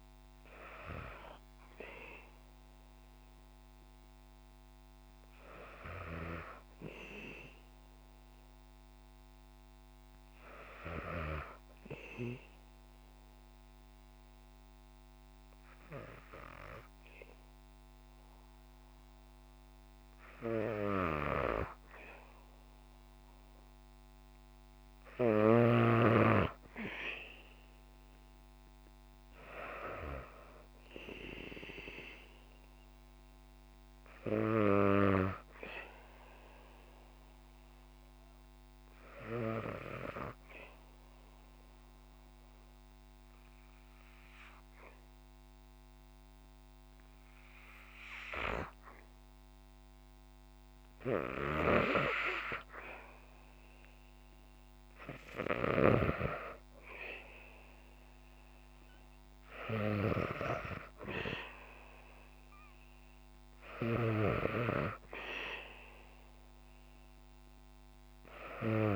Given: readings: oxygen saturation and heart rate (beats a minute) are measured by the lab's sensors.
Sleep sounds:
breathing in sleep by a microphone on the trachea; 2
11.50-23.00 s: obstructive apnea (oxygen 95% before, 92% lowest, heart rate 62 before, 61 extreme, up 2 after)
26.00-31.00 s: arousal
39.00-50.50 s: obstructive apnea (oxygen 98% before, 92% lowest, heart rate 64 before, 62 extreme, up 3 after)
55.50-60.00 s: arousal
56.50-68.96 s: oxygen desaturation (device-marked, oxygen 97% before, 92% lowest, heart rate 63 before, 62 extreme)
From the record:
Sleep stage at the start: N2 (light sleep); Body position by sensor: on the back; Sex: female

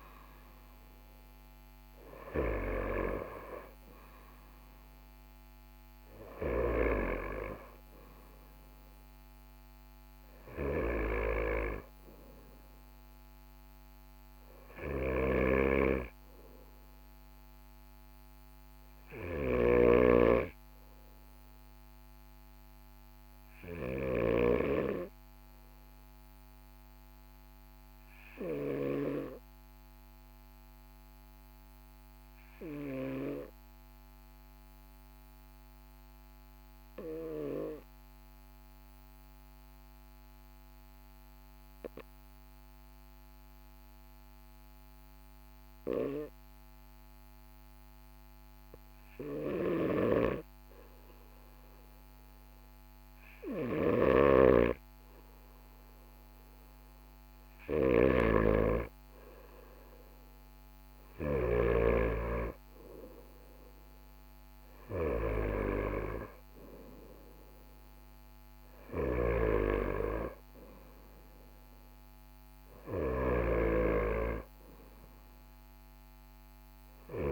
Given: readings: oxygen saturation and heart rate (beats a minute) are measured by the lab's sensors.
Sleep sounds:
breathing in sleep by a microphone on the trachea; 1
14.50-24.00 s: snoring (device-marked)
31.00-49.00 s: obstructive apnea (oxygen 99% before, 95% lowest, heart rate 42 before, 42 extreme, up 0 after)
49.00-61.00 s: snoring (device-marked)
51.00-56.00 s: arousal
68.50-77.32 s: snoring (device-marked)
From the record:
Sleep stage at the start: N2 (light sleep); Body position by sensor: on the right side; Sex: male

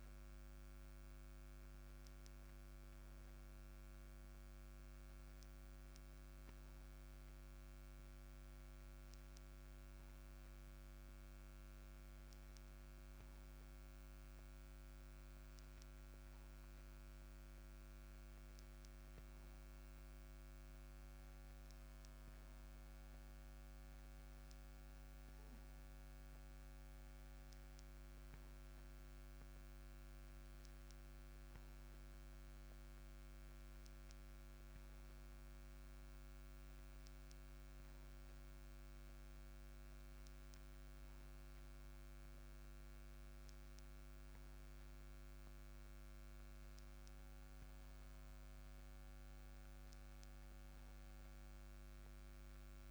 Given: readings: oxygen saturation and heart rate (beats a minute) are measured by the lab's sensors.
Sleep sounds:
a person awake in a sleep study, hard to hear, by a microphone on the trachea; none
none scored
From the record:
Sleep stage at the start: awake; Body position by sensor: on the back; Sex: male

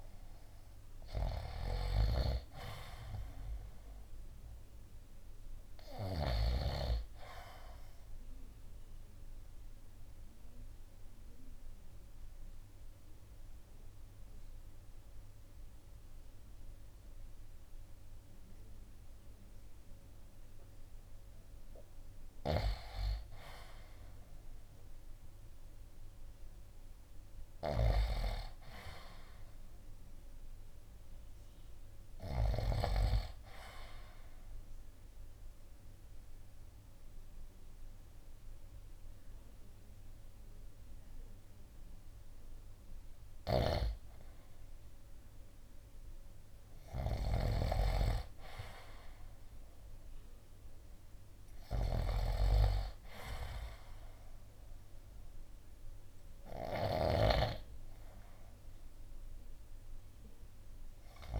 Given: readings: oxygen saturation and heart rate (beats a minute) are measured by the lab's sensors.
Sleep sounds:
breathing in sleep by a room microphone; 2
0.00-1.50 s: arousal
7.50-21.50 s: obstructive apnea (oxygen 98% before, 90% lowest, heart rate 59 before, 55 extreme, up 3 after)
18.00-29.00 s: oxygen desaturation (device-marked, oxygen 94% before, 90% lowest, heart rate 58 before, 56 extreme)
24.00-28.00 s: arousal
34.00-45.50 s: obstructive apnea (oxygen 97% before, 91% lowest, heart rate 57 before, 56 extreme, up 3 after)
42.00-56.00 s: oxygen desaturation (device-marked, oxygen 97% before, 92% lowest, heart rate 58 before, 56 extreme)
43.00-61.40 s: snoring (device-marked)
46.50-50.50 s: arousal
From the record:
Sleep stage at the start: N2 (light sleep); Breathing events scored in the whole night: 538 in 7.3 hours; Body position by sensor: on the right side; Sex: male

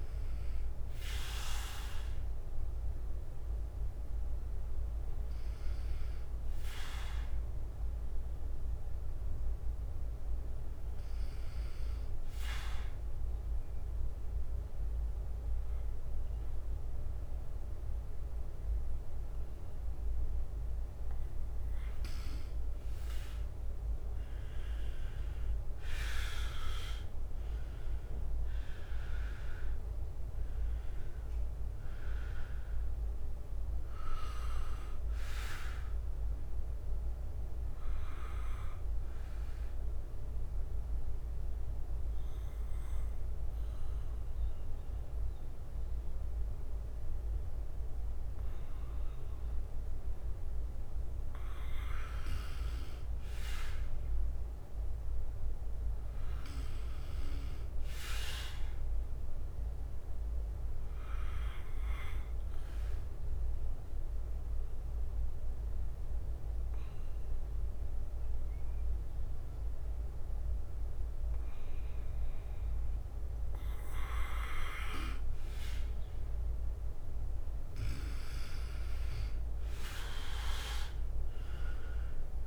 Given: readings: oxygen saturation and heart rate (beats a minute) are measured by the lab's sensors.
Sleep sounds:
breathing in sleep by a room microphone; 3
0.00-1.50 s: arousal
0.00-5.00 s: oxygen desaturation (device-marked, oxygen 89% lowest, heart rate 59 extreme)
10.00-22.00 s: mixed apnea (oxygen 97% before, 89% lowest, heart rate 62 before, 56 extreme, up 8 after)
17.00-21.00 s: bradycardia (device-marked, heart rate 61 before, 59 extreme)
25.50-29.50 s: arousal
26.00-58.00 s: oxygen desaturation (device-marked, oxygen 96% before, 89% lowest, heart rate 61 before, 54 extreme)
28.00-41.00 s: drop in pulse transit time (device-marked, heart rate 61 before, 57 extreme)
35.50-49.00 s: obstructive apnea (oxygen 97% before, 89% lowest, heart rate 63 before, 54 extreme, up 6 after)
36.00-48.00 s: bradycardia (device-marked, heart rate 61 before, 56 extreme)
53.50-56.50 s: arousal
62.00-72.00 s: bradycardia (device-marked, heart rate 61 before, 54 extreme)
63.00-75.50 s: hypopnea (oxygen 98% before, 88% lowest, heart rate 60 before, 54 extreme, up 13 after)
79.50-82.47 s: arousal
80.00-82.47 s: drop in pulse transit time (device-marked, heart rate 59 before, 61 extreme)
From the record:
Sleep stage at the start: N2 (light sleep); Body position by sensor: on the right side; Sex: male

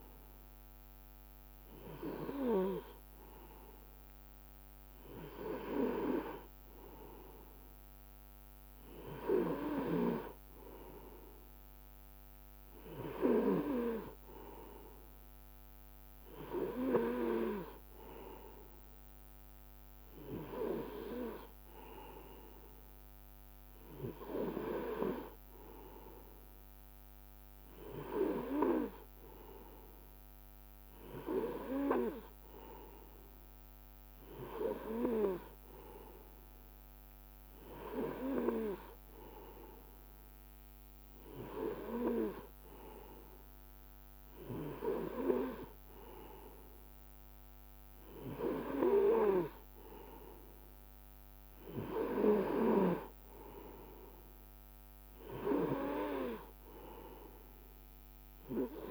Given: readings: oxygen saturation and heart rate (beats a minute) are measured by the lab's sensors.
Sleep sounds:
breathing in sleep by a microphone on the trachea; none
none scored
From the record:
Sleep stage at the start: N2 (light sleep); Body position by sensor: on the right side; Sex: male

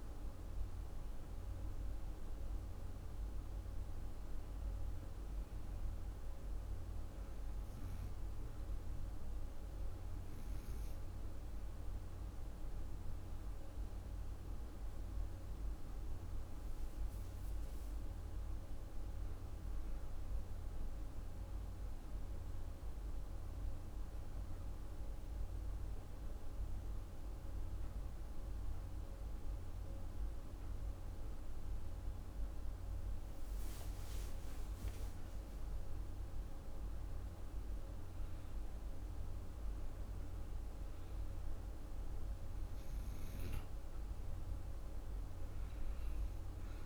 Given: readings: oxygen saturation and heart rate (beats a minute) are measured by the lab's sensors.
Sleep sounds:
breathing in sleep, hard to hear, by a room microphone; 1
0.00-23.00 s: oxygen desaturation (device-marked, oxygen 89% lowest)
20.50-32.50 s: obstructive apnea (oxygen 97% before, 89% lowest)
34.00-38.00 s: arousal
42.00-46.86 s: oxygen desaturation (device-marked, oxygen 97% before, 92% lowest)
From the record:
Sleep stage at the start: N2 (light sleep); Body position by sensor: on the right side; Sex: female

